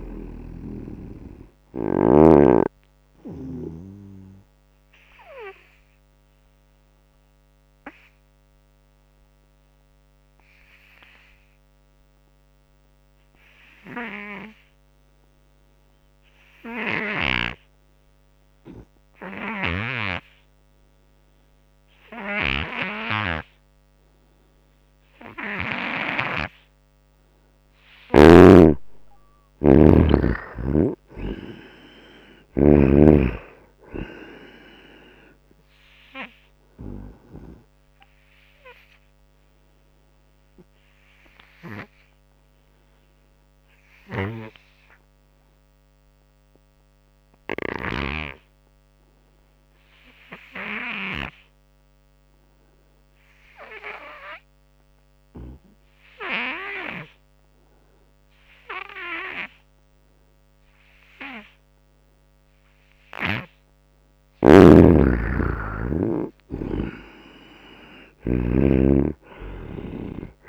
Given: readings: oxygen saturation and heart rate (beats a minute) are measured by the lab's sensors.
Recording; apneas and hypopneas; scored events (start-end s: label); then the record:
breathing in sleep by a microphone on the trachea; 2
0.00-8.50 s: oxygen desaturation (device-marked, oxygen 72% lowest, heart rate 76 extreme)
2.50-26.50 s: obstructive apnea (oxygen 97% before, 72% lowest, heart rate 89 before, 78 extreme, up 9 after)
22.50-48.50 s: oxygen desaturation (device-marked, oxygen 98% before, 81% lowest, heart rate 89 before, 79 extreme)
30.00-33.00 s: arousal
36.00-62.00 s: obstructive apnea (oxygen 99% before, 78% lowest, heart rate 85 before, 79 extreme, up 3 after)
61.50-70.49 s: oxygen desaturation (device-marked, oxygen 97% before, 78% lowest, heart rate 87 before, 82 extreme)
64.00-68.50 s: arousal
64.00-68.50 s: snoring (device-marked)
From the record:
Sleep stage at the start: N2 (light sleep); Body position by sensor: on the right side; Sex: male